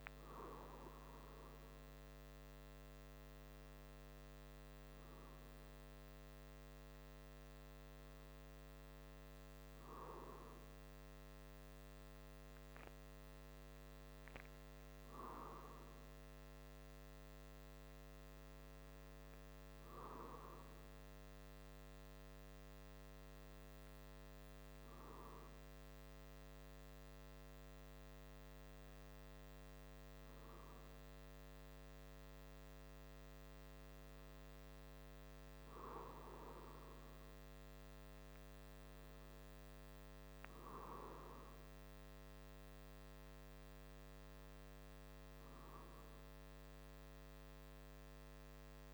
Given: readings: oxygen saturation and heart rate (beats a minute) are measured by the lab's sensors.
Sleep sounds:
breathing in sleep by a microphone on the trachea; none
none scored
From the record:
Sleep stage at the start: N2 (light sleep); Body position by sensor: on the back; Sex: male

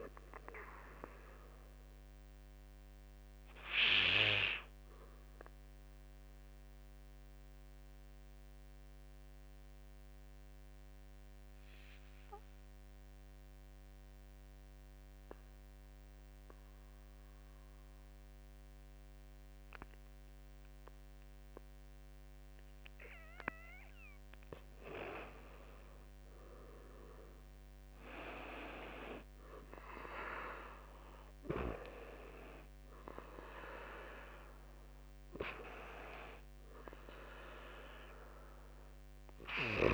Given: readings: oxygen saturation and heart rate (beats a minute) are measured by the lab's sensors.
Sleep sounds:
breathing in sleep by a microphone on the trachea; 1
0.00-9.00 s: drop in pulse transit time (device-marked, heart rate 46 extreme)
0.00-13.00 s: oxygen desaturation (device-marked, oxygen 89% lowest, heart rate 46 extreme)
6.00-22.50 s: mixed apnea (oxygen 98% before, 89% lowest, heart rate 56 before, 47 extreme, up 10 after)
24.50-27.50 s: arousal
25.00-39.94 s: oxygen desaturation (device-marked, oxygen 100% before, 89% lowest, heart rate 48 before, 47 extreme)
35.00-36.00 s: drop in pulse transit time (device-marked, heart rate 53 before, 58 extreme)
From the record:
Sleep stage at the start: N2 (light sleep); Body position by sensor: on the back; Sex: male

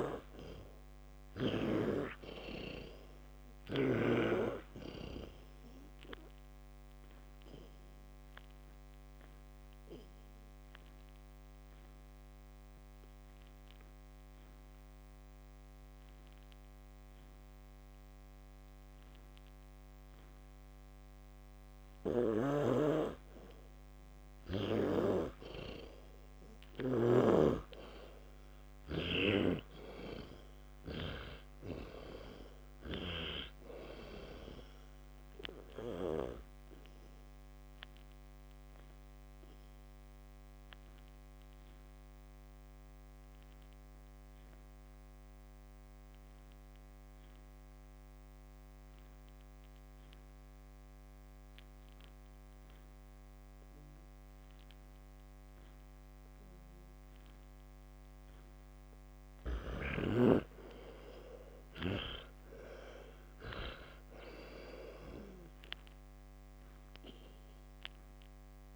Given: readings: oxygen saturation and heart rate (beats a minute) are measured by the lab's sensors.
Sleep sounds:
breathing in sleep by a microphone on the trachea; 2
0.00-2.00 s: arousal
0.00-4.00 s: oxygen desaturation (device-marked, oxygen 91% lowest, heart rate 58 extreme)
0.00-4.00 s: snoring (device-marked)
10.00-22.00 s: obstructive apnea (oxygen 99% before, 93% lowest, heart rate 61 before, 56 extreme, up 10 after)
18.00-34.00 s: oxygen desaturation (device-marked, oxygen 98% before, 94% lowest, heart rate 60 before, 56 extreme)
27.00-31.00 s: snoring (device-marked)
28.50-33.00 s: arousal
40.50-56.50 s: obstructive apnea (oxygen 98% before, 93% lowest, heart rate 67 before, 58 extreme, up 34 after)
60.00-64.50 s: arousal
From the record:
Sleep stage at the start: N2 (light sleep); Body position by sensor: on the back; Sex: male

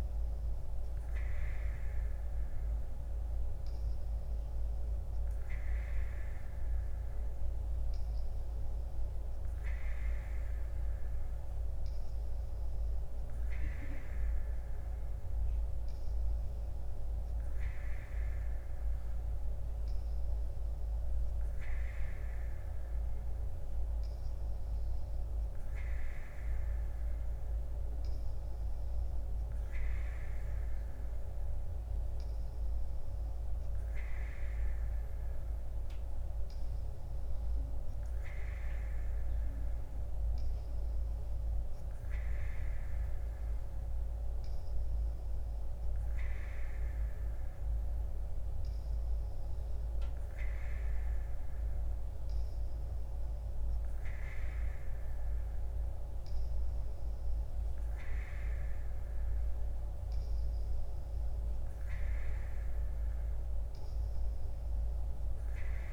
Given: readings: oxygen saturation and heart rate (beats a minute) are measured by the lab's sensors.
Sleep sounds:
breathing in sleep, hard to hear, by a room microphone; none
none scored
From the record:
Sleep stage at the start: N3 (deep sleep); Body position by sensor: on the right side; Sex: female

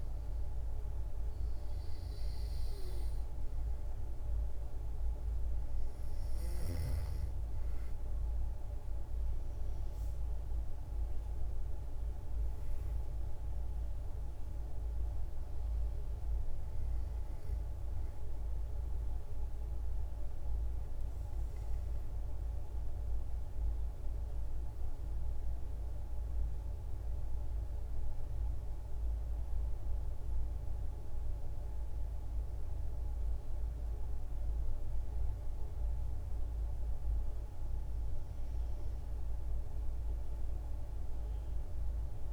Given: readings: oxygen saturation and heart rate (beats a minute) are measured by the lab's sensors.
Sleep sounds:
breathing in sleep, hard to hear, by a room microphone; none
0.00-11.00 s: oxygen desaturation (device-marked, oxygen 89% lowest, heart rate 57 extreme)
From the record:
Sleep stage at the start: N2 (light sleep); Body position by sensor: on the back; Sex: female

